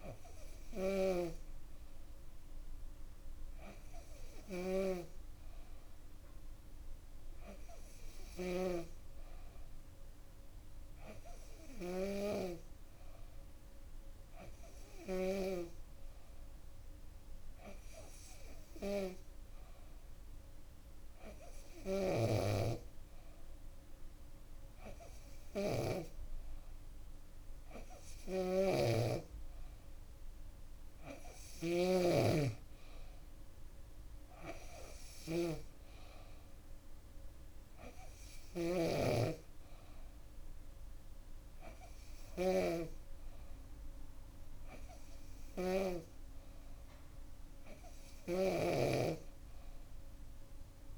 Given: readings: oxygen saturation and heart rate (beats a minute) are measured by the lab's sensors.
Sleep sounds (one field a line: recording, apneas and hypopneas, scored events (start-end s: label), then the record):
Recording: breathing in sleep by a room microphone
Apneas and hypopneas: none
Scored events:
0.50-15.00 s: snoring (device-marked)
21.50-25.50 s: snoring (device-marked)
27.50-45.50 s: snoring (device-marked)
47.50-50.97 s: snoring (device-marked)
From the record:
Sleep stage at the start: N2 (light sleep)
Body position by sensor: on the back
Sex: female